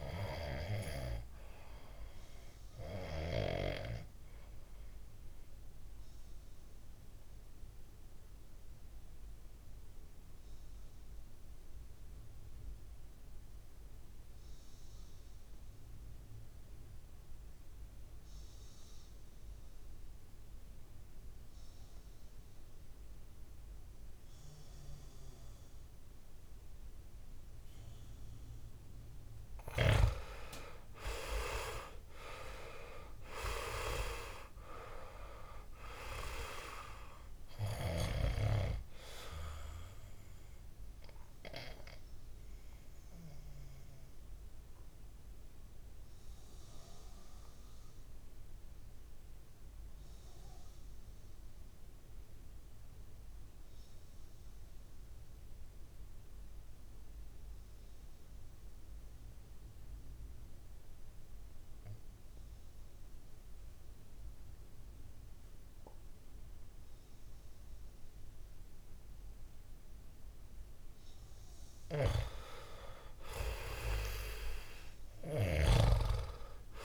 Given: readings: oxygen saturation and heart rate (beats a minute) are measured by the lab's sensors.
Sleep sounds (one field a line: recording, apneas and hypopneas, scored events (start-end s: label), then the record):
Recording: breathing in sleep by a room microphone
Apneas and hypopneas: 2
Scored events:
0.00-19.00 s: oxygen desaturation (device-marked, oxygen 87% lowest, heart rate 48 extreme)
5.00-28.00 s: mixed apnea (oxygen 96% before, 85% lowest, heart rate 55 before, 60 extreme, up 7 after)
27.00-54.00 s: oxygen desaturation (device-marked, oxygen 99% before, 85% lowest, heart rate 64 before, 57 extreme)
29.50-34.00 s: arousal
40.00-71.50 s: mixed apnea (oxygen 99% before, 85% lowest, heart rate 65 before, 57 extreme, up 10 after)
73.00-76.50 s: arousal
From the record:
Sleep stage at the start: REM sleep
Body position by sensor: on the back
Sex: male